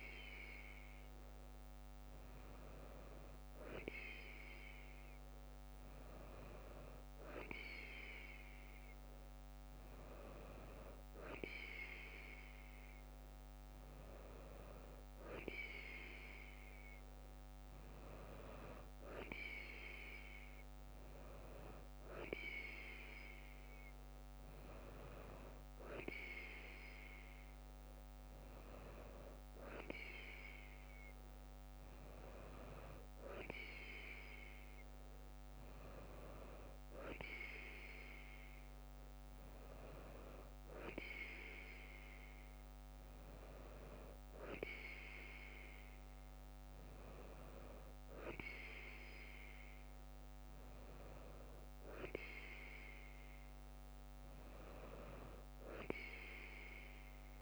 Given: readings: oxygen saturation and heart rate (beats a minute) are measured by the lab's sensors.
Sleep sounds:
breathing in sleep by a microphone on the trachea; none
4.00-57.42 s: new sleep stage, N3 (deep sleep)
From the record:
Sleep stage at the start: N2 (light sleep); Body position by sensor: on the right side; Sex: female

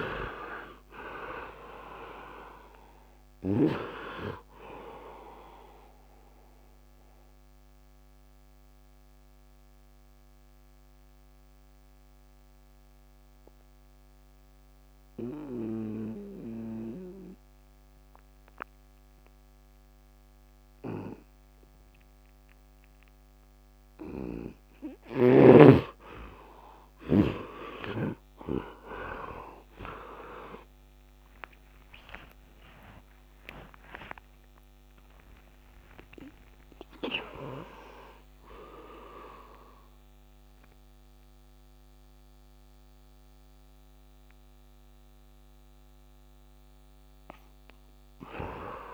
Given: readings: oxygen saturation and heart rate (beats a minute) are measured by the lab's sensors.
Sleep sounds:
a person partly awake in a sleep study, by a microphone on the trachea; 1
0.00-1.50 s: oxygen desaturation (device-marked, oxygen 46% lowest, heart rate 63 extreme)
0.00-3.50 s: snoring (device-marked)
6.00-24.50 s: mixed apnea (heart rate 77 before, 57 extreme)
7.50-19.50 s: oxygen desaturation (device-marked, heart rate 80 before, 57 extreme)
24.50-28.00 s: snoring (device-marked)
25.50-48.94 s: new sleep stage, awake
28.50-48.94 s: oxygen desaturation (device-marked, oxygen 83% before, 57% lowest, heart rate 79 before, 57 extreme)
38.50-40.50 s: bradycardia (device-marked, heart rate 80 before, 177 extreme)
From the record:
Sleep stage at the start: REM sleep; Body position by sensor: on the right side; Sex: male

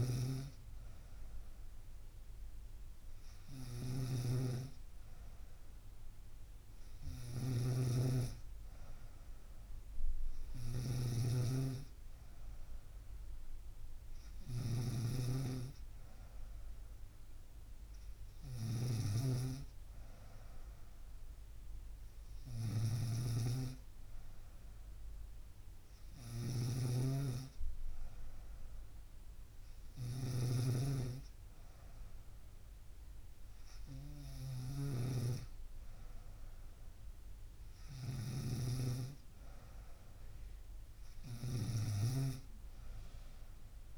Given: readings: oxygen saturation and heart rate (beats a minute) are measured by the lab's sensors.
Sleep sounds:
breathing in sleep by a room microphone; none
0.00-43.98 s: snoring (device-marked)
From the record:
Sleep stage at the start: N3 (deep sleep); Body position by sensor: on the right side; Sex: female

